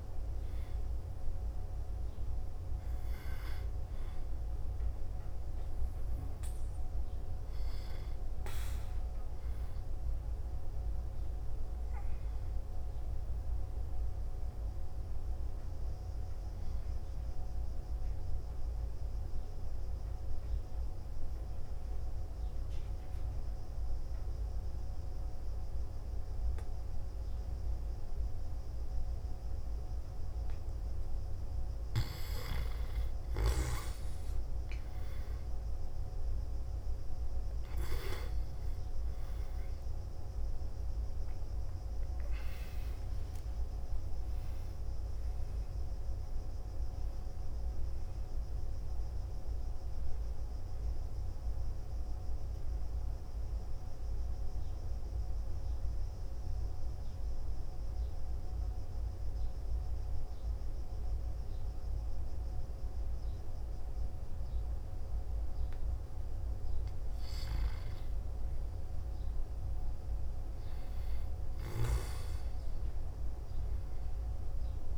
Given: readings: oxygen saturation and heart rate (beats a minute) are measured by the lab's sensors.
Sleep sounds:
breathing in sleep, hard to hear, by a room microphone; 2
1.00-25.00 s: oxygen desaturation (device-marked, oxygen 95% before, 90% lowest, heart rate 61 before, 57 extreme)
13.50-31.00 s: obstructive apnea (oxygen 97% before, 90% lowest, heart rate 61 before, 57 extreme, up 3 after)
36.50-42.00 s: arousal
37.00-68.00 s: oxygen desaturation (device-marked, oxygen 98% before, 90% lowest, heart rate 60 before, 59 extreme)
52.00-66.00 s: obstructive apnea (oxygen 98% before, 90% lowest, heart rate 61 before, 59 extreme, up 1 after)
72.00-74.98 s: arousal
From the record:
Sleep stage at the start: N2 (light sleep); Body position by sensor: on the back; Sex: male

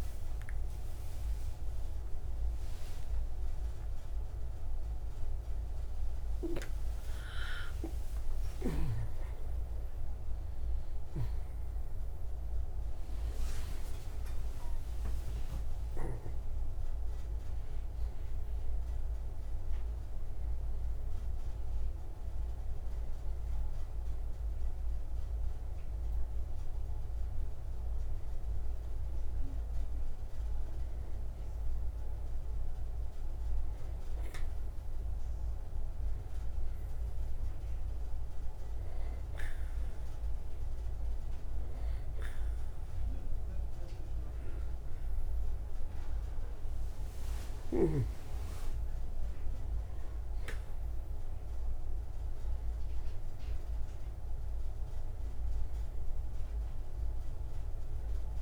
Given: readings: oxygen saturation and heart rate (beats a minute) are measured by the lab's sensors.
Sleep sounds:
a person partly awake in a sleep study, hard to hear, by a room microphone; none
0.00-9.50 s: oxygen desaturation (device-marked, oxygen 94% lowest, heart rate 59 extreme)
13.50-58.42 s: new sleep stage, N1 (lightest sleep)
From the record:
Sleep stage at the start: awake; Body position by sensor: on the right side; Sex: male

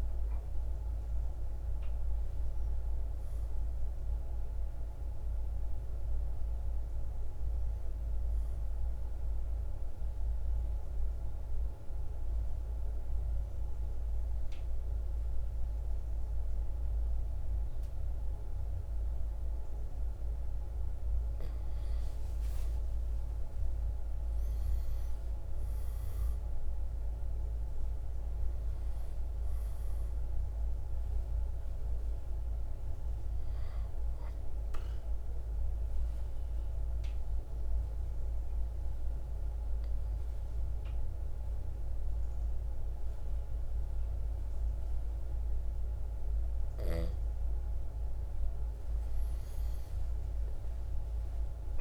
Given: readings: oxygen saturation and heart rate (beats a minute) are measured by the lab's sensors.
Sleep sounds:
breathing in sleep, hard to hear, by a room microphone; 2
0.00-3.00 s: drop in pulse transit time (device-marked, heart rate 63 extreme)
0.00-15.00 s: oxygen desaturation (device-marked, oxygen 91% lowest, heart rate 57 extreme)
3.00-51.81 s: new sleep stage, N2 (light sleep)
9.00-20.00 s: obstructive apnea (oxygen 95% before, 91% lowest, heart rate 63 before, 57 extreme, up 7 after)
22.50-27.00 s: arousal
33.00-46.00 s: oxygen desaturation (device-marked, oxygen 96% before, 92% lowest, heart rate 61 before, 58 extreme)
34.00-47.00 s: obstructive apnea (oxygen 97% before, 91% lowest, heart rate 61 before, 58 extreme, up 6 after)
50.00-51.81 s: arousal
From the record:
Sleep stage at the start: N1 (lightest sleep); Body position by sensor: on the right side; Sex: male

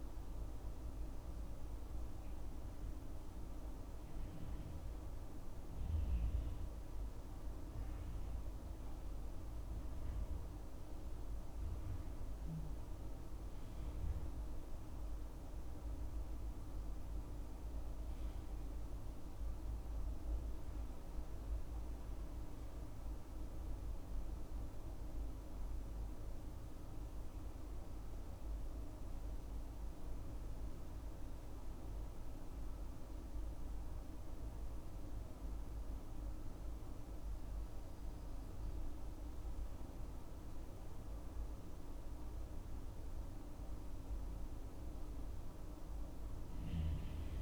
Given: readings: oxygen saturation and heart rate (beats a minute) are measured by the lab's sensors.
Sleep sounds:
breathing in sleep, hard to hear, by a room microphone; 1
13.50-17.50 s: arousal
28.00-43.00 s: hypopnea (oxygen 97% before, 90% lowest, heart rate 71 before, 66 extreme, up 6 after)
45.50-47.42 s: arousal
From the record:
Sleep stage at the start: N2 (light sleep); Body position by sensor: on the left side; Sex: male

